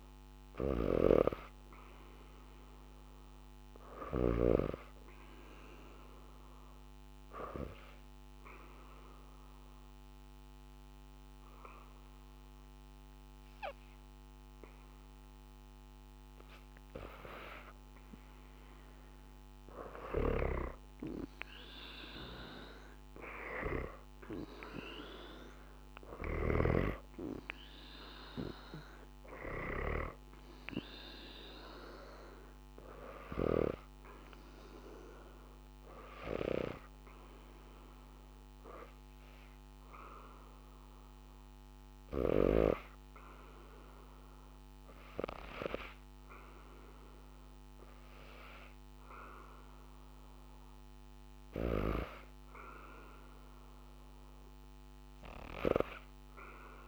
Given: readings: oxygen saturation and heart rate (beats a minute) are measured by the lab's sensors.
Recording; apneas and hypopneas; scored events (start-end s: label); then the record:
breathing in sleep by a microphone on the trachea; 2
0.00-4.00 s: snoring (device-marked)
0.00-8.00 s: oxygen desaturation (device-marked, oxygen 93% lowest, heart rate 74 extreme)
5.50-16.50 s: obstructive apnea (oxygen 98% before, 90% lowest, heart rate 76 before, 74 extreme, up 2 after)
19.00-22.50 s: arousal
19.50-26.00 s: snoring (device-marked)
36.50-50.00 s: hypopnea (oxygen 96% before, 77% lowest, heart rate 78 before, 72 extreme, up 0 after)
38.00-45.00 s: oxygen desaturation (device-marked, oxygen 95% before, 90% lowest, heart rate 78 before, 74 extreme)
53.00-56.00 s: arousal
From the record:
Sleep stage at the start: N2 (light sleep); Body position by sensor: on the back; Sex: female